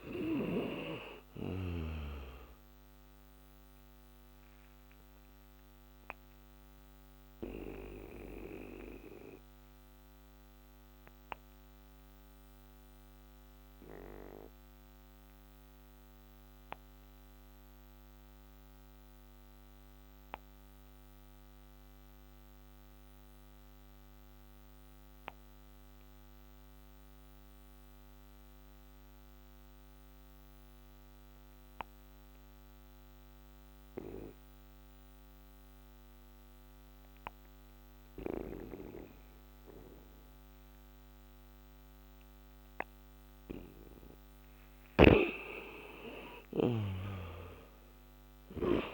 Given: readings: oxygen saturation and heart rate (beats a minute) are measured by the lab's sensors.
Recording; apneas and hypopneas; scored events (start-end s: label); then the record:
breathing in sleep by a microphone on the trachea; 1
0.00-23.50 s: oxygen desaturation (device-marked, oxygen 84% lowest, heart rate 47 extreme)
3.00-43.50 s: obstructive apnea (oxygen 97% before, 84% lowest, heart rate 56 before, 50 extreme, up 7 after)
35.50-48.94 s: oxygen desaturation (device-marked, oxygen 98% before, 93% lowest, heart rate 59 before, 55 extreme)
45.50-48.94 s: arousal
From the record:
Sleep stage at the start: N2 (light sleep); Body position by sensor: on the back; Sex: male